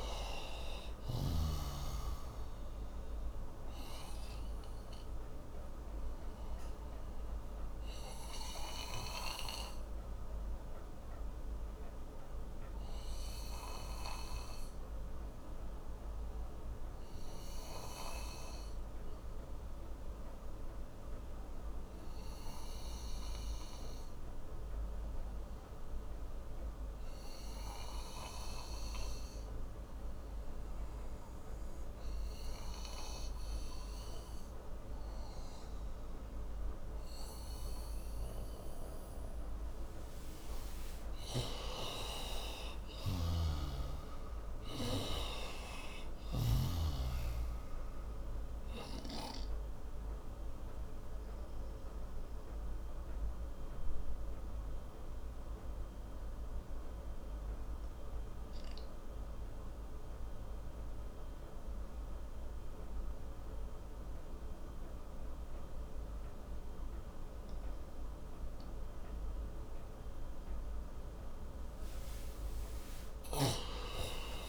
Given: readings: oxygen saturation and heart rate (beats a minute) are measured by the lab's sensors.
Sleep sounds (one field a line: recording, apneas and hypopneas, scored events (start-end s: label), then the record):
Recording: breathing in sleep by a room microphone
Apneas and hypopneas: 2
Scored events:
4.50-41.00 s: obstructive apnea (oxygen 98% before, 89% lowest)
13.50-26.50 s: oxygen desaturation (device-marked, oxygen 95% before, 91% lowest)
42.50-46.50 s: arousal
43.00-46.50 s: snoring (device-marked)
44.50-71.50 s: oxygen desaturation (device-marked, oxygen 96% before, 89% lowest)
50.50-69.50 s: obstructive apnea (oxygen 97% before, 89% lowest)
71.50-74.49 s: arousal
From the record:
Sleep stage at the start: N2 (light sleep)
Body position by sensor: on the right side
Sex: male